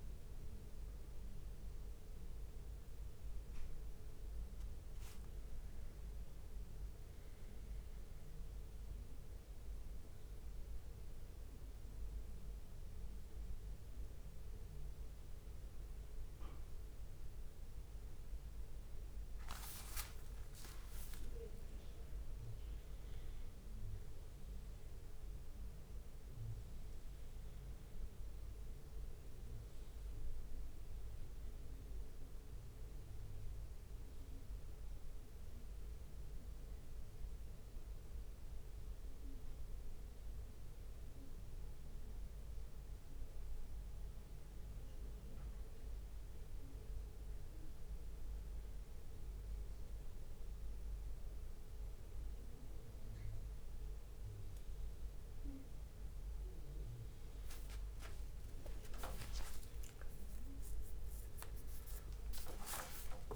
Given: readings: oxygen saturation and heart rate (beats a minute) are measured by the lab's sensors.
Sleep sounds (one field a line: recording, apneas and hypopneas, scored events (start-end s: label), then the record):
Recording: breathing in sleep, hard to hear, by a room microphone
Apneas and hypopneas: none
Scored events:
21.50-23.50 s: long interval between heartbeats (device-marked, heart rate 66 before, 76 extreme)
56.00-63.35 s: leg movement (device-marked)
58.50-63.35 s: arousal
58.50-63.35 s: tachycardia (device-marked, heart rate 70 before, 124 extreme)
60.00-62.00 s: long interval between heartbeats (device-marked, heart rate 67 before, 75 extreme)
62.00-63.35 s: long interval between heartbeats (device-marked, heart rate 69 before, 107 extreme)
From the record:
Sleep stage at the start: N1 (lightest sleep)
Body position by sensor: on the back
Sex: male